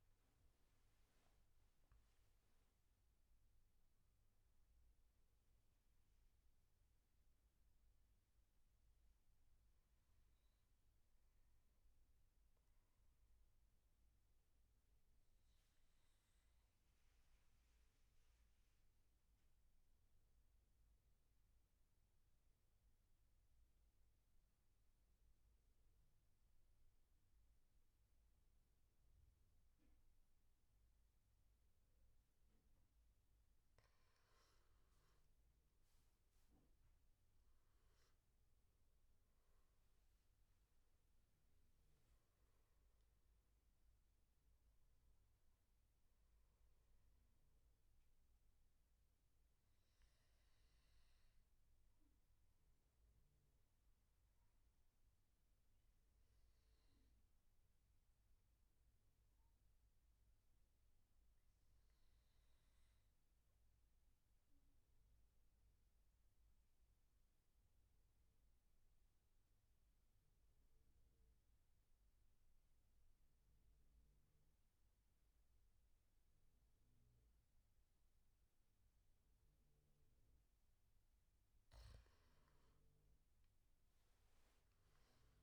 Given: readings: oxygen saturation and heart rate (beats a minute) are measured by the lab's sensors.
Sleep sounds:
breathing in sleep, hard to hear, by a room microphone; 2
0.00-8.50 s: oxygen desaturation (device-marked, oxygen 92% lowest, heart rate 69 extreme)
8.00-32.50 s: obstructive apnea (oxygen 97% before, 91% lowest, heart rate 84 before, 66 extreme, up 9 after)
29.50-52.50 s: oxygen desaturation (device-marked, oxygen 98% before, 91% lowest, heart rate 74 before, 66 extreme)
34.00-38.50 s: arousal
50.50-79.50 s: obstructive apnea (oxygen 98% before, 92% lowest, heart rate 73 before, 68 extreme, up 12 after)
78.50-85.43 s: oxygen desaturation (device-marked, oxygen 97% before, 92% lowest, heart rate 73 before, 68 extreme)
82.50-85.43 s: arousal
From the record:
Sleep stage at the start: N2 (light sleep); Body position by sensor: on the back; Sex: male

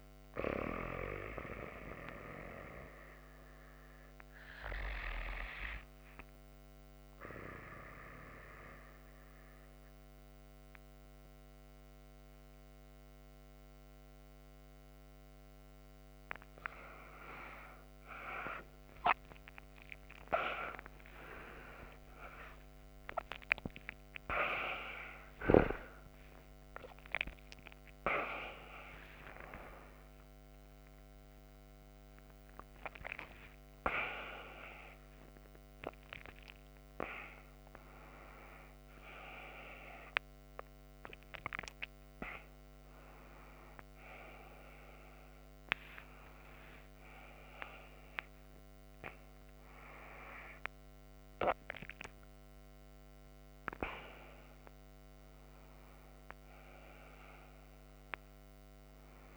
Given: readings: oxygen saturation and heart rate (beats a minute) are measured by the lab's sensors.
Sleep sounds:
a person partly awake in a sleep study, by a microphone on the trachea; 1
0.00-6.50 s: oxygen desaturation (device-marked, oxygen 92% lowest)
6.50-16.50 s: obstructive apnea (oxygen 97% before, 91% lowest)
30.50-59.37 s: new sleep stage, awake
From the record:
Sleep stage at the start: N2 (light sleep); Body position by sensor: on the back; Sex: female

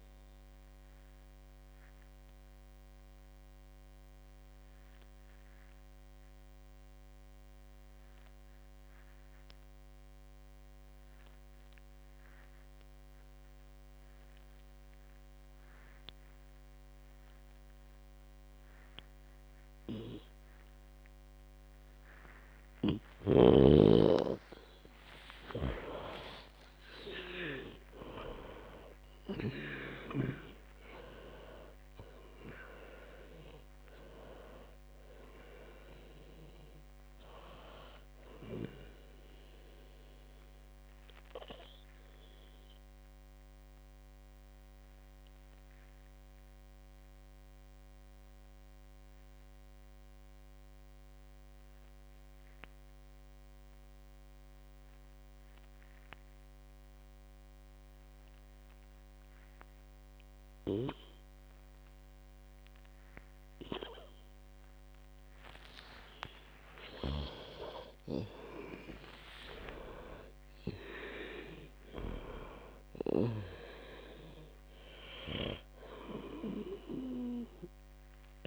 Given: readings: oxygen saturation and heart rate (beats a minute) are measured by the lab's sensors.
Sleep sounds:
breathing in sleep by a microphone on the trachea; 2
0.00-9.50 s: oxygen desaturation (device-marked, oxygen 91% lowest, heart rate 55 extreme)
0.50-21.50 s: mixed apnea (oxygen 97% before, 90% lowest, heart rate 72 before, 53 extreme)
23.50-27.50 s: arousal
34.50-53.50 s: oxygen desaturation (device-marked, oxygen 97% before, 90% lowest, heart rate 85 before, 53 extreme)
42.50-64.50 s: mixed apnea (oxygen 98% before, 90% lowest, heart rate 85 before, 53 extreme, up 54 after)
66.50-70.00 s: arousal
68.50-78.47 s: oxygen desaturation (device-marked, oxygen 98% before, 92% lowest, heart rate 59 before, 53 extreme)
From the record:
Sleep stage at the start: N2 (light sleep); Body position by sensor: on the back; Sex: female

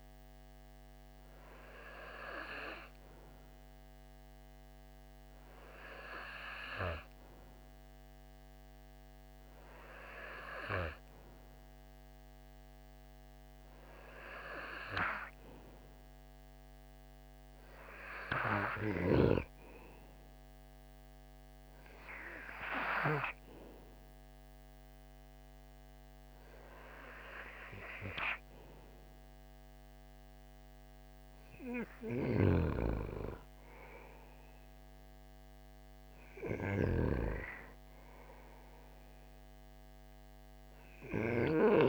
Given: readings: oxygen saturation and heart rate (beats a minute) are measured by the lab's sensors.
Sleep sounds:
breathing in sleep by a microphone on the trachea; none
31.50-41.89 s: snoring (device-marked)
From the record:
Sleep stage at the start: N2 (light sleep); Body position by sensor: on the right side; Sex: male

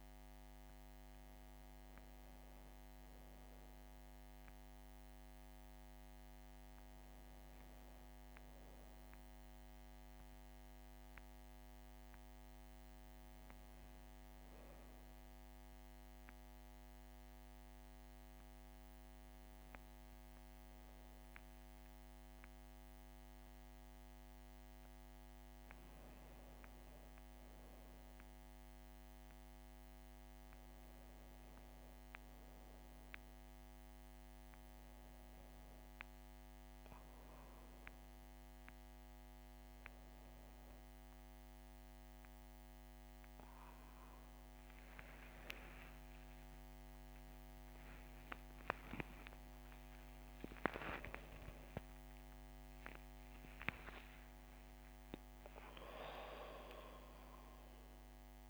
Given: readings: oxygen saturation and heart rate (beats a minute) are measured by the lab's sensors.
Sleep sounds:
breathing in sleep by a microphone on the trachea; 1
13.50-25.50 s: hypopnea (oxygen 100% before, 96% lowest, heart rate 64 before, 58 extreme, up 4 after)
27.00-31.00 s: arousal
46.50-58.50 s: new sleep stage, awake
From the record:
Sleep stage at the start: N2 (light sleep); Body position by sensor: on the back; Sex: female

